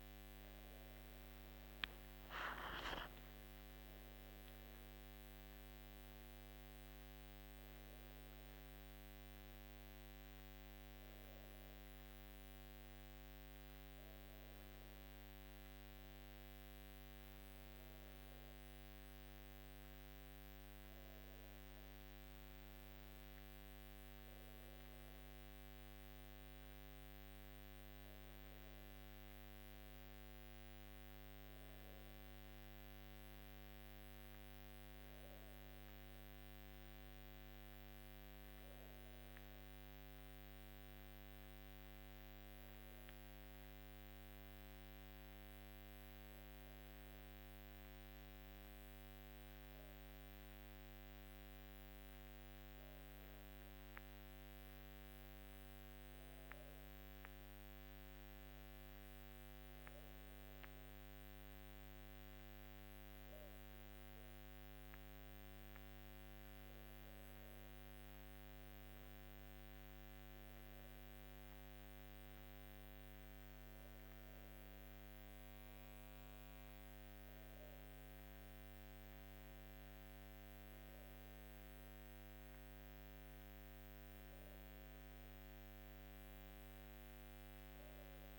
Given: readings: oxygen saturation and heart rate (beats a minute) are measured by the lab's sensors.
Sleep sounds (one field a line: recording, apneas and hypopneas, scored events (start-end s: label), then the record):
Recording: a person awake in a sleep study, hard to hear, by a microphone on the trachea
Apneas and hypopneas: none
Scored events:
none scored
From the record:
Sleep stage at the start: awake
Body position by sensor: on the back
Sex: female